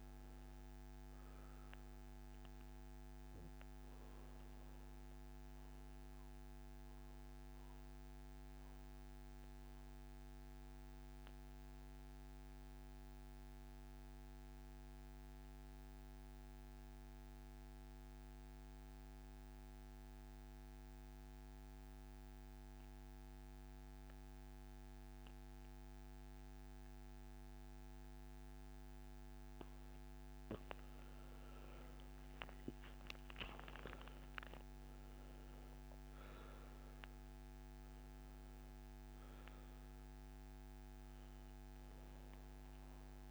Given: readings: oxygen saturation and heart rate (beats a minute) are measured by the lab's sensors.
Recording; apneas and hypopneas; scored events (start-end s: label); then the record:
breathing in sleep, hard to hear, by a microphone on the trachea; 1
0.00-18.00 s: oxygen desaturation (device-marked, oxygen 81% lowest, heart rate 60 extreme)
4.00-27.00 s: obstructive apnea (oxygen 98% before, 80% lowest, heart rate 71 before, 60 extreme, up 11 after)
30.50-35.00 s: arousal
32.00-43.31 s: oxygen desaturation (device-marked, oxygen 98% before, 82% lowest, heart rate 64 before, 64 extreme)
From the record:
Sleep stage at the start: N2 (light sleep); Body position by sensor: on the back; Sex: male